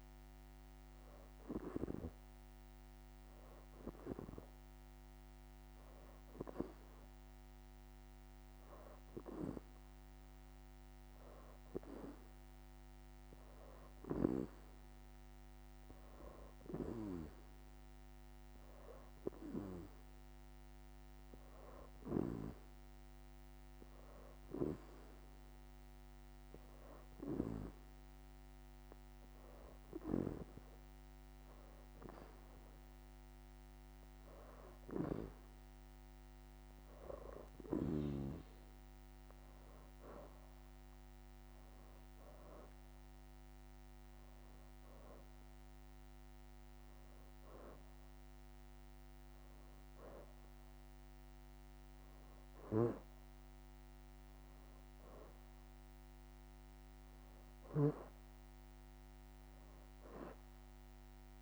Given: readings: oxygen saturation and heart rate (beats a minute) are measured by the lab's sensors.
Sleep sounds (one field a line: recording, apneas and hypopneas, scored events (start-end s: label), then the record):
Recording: breathing in sleep by a microphone on the trachea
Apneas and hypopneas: 1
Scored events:
17.00-35.50 s: hypopnea (oxygen 91% before, 87% lowest, heart rate 86 before, 85 extreme, up 4 after)
39.50-44.00 s: arousal
53.50-61.00 s: leg movement (device-marked)
From the record:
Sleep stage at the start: N2 (light sleep)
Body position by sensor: on the back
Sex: female